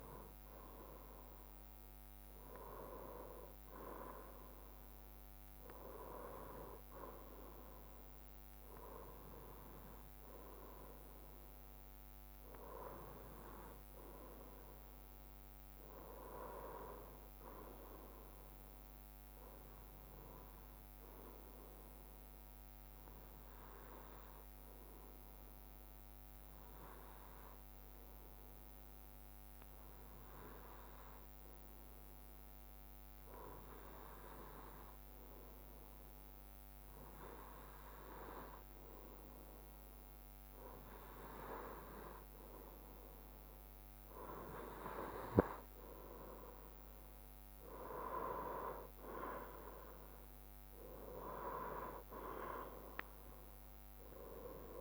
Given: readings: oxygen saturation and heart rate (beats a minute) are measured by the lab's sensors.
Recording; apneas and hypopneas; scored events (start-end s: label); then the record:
breathing in sleep by a microphone on the trachea; 1
19.50-42.50 s: hypopnea (oxygen 96% before, 94% lowest, heart rate 63 before, 58 extreme, up 6 after)
34.00-39.00 s: bradycardia (device-marked, heart rate 64 before, 59 extreme)
46.50-50.50 s: arousal
48.00-54.81 s: drop in pulse transit time (device-marked, heart rate 61 before, 63 extreme)
From the record:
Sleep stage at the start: N2 (light sleep); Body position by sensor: on the right side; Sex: male